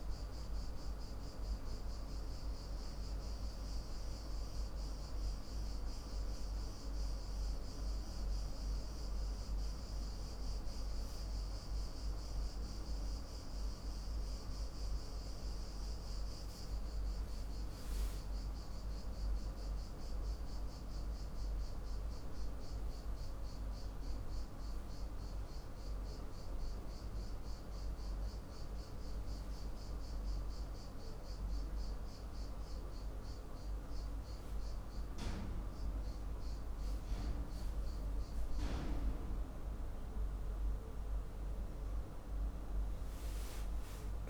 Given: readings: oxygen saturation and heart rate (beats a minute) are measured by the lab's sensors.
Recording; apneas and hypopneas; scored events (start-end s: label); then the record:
breathing in sleep, hard to hear, by a room microphone; none
none scored
From the record:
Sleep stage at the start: N2 (light sleep); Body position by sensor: on the back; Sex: male